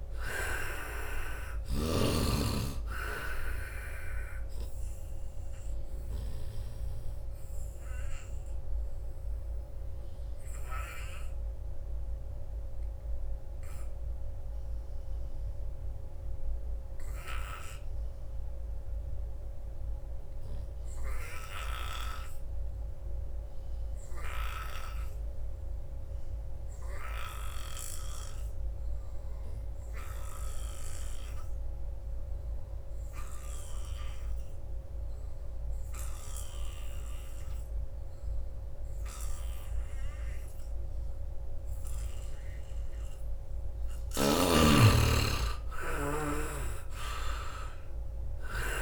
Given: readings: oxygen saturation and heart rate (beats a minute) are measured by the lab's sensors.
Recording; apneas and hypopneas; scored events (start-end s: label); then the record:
breathing in sleep by a room microphone; 1
0.00-18.00 s: oxygen desaturation (device-marked, oxygen 73% lowest, heart rate 64 extreme)
5.50-42.50 s: obstructive apnea (oxygen 98% before, 71% lowest, heart rate 77 before, 64 extreme, up 22 after)
29.00-48.82 s: oxygen desaturation (device-marked, oxygen 98% before, 71% lowest, heart rate 85 before, 64 extreme)
43.00-45.00 s: long interval between heartbeats (device-marked, heart rate 75 before, 68 extreme)
44.00-48.00 s: arousal
46.00-48.82 s: snoring (device-marked)
From the record:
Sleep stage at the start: N2 (light sleep); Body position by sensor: on the front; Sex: male